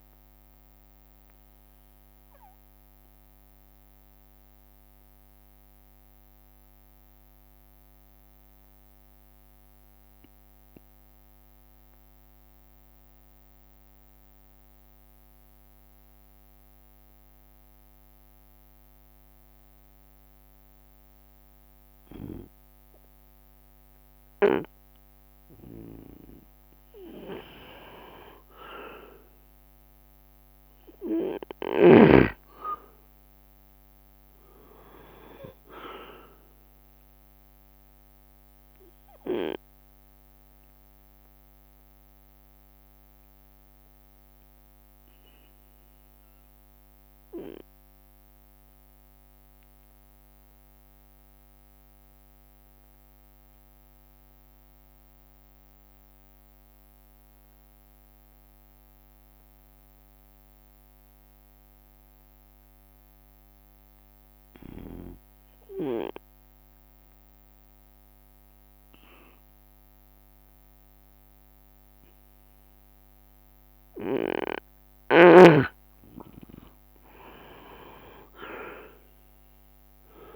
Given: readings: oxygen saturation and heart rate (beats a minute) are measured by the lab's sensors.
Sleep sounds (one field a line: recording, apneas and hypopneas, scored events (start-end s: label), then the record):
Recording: breathing in sleep by a microphone on the trachea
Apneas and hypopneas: 2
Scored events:
0.00-46.00 s: bradycardia (device-marked)
3.00-25.50 s: obstructive apnea (oxygen 99% before, 91% lowest)
3.50-5.50 s: long interval between heartbeats (device-marked)
24.00-26.00 s: long interval between heartbeats (device-marked)
27.00-31.00 s: arousal
32.00-34.50 s: leg movement (device-marked)
32.50-34.50 s: long interval between heartbeats (device-marked)
33.00-54.00 s: oxygen desaturation (device-marked, oxygen 98% before, 94% lowest)
40.00-42.50 s: leg movement (device-marked)
41.50-73.50 s: obstructive apnea (oxygen 98% before, 90% lowest)
59.00-80.36 s: bradycardia (device-marked)
64.00-80.36 s: oxygen desaturation (device-marked, oxygen 98% before, 90% lowest)
64.50-66.50 s: long interval between heartbeats (device-marked)
76.00-79.50 s: leg movement (device-marked)
76.50-80.36 s: arousal
77.00-79.00 s: long interval between heartbeats (device-marked)
From the record:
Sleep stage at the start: N2 (light sleep)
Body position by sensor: on the right side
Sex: male